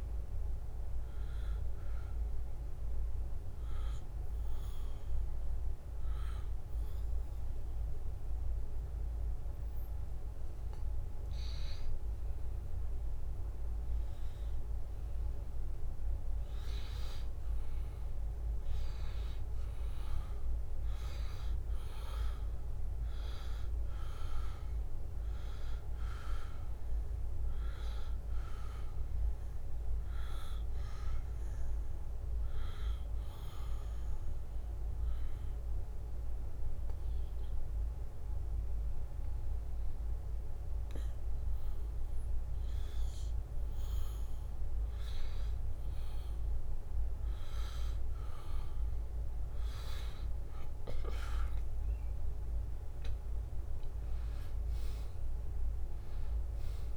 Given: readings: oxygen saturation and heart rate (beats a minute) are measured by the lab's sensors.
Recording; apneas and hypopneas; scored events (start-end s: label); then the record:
breathing in sleep, hard to hear, by a room microphone; 2
3.00-16.00 s: hypopnea (oxygen 94% before, 90% lowest, heart rate 75 before, 74 extreme, up 2 after)
18.50-22.50 s: arousal
24.50-39.50 s: oxygen desaturation (device-marked, oxygen 94% before, 90% lowest, heart rate 75 before, 72 extreme)
30.50-42.50 s: hypopnea (oxygen 94% before, 90% lowest, heart rate 75 before, 72 extreme, up 1 after)
53.50-56.97 s: arousal
54.50-56.97 s: oxygen desaturation (device-marked, oxygen 94% before, 90% lowest, heart rate 74 before, 71 extreme)
From the record:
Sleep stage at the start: N2 (light sleep); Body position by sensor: on the back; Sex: male